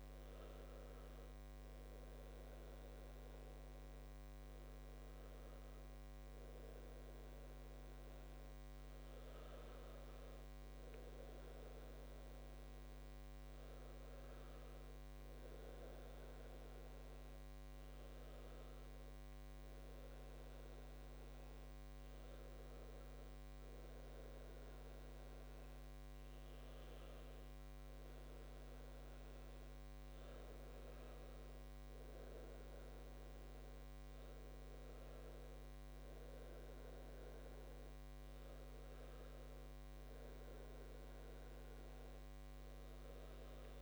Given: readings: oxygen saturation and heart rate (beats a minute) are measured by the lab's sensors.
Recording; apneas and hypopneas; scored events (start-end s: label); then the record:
breathing in sleep, hard to hear, by a microphone on the trachea; none
none scored
From the record:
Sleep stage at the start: N2 (light sleep); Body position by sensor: on the back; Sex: male